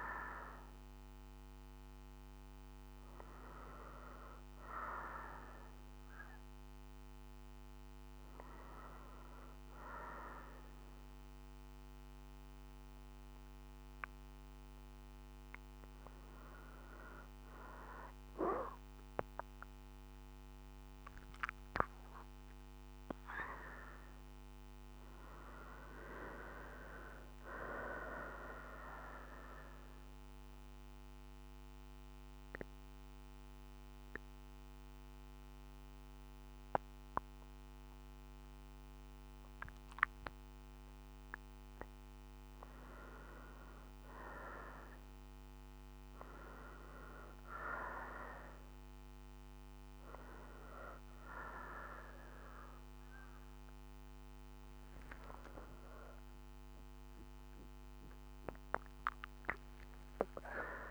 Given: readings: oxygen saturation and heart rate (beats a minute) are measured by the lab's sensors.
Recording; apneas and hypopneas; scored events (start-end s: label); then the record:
breathing in sleep by a microphone on the trachea; 1
15.00-19.50 s: arousal
29.00-42.00 s: central apnea (oxygen 94% before, 90% lowest, heart rate 64 before, 62 extreme, up 3 after)
47.50-58.50 s: oxygen desaturation (device-marked, oxygen 97% before, 91% lowest, heart rate 63 before, 64 extreme)
56.50-60.91 s: arousal
From the record:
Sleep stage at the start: N2 (light sleep); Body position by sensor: on the right side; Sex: female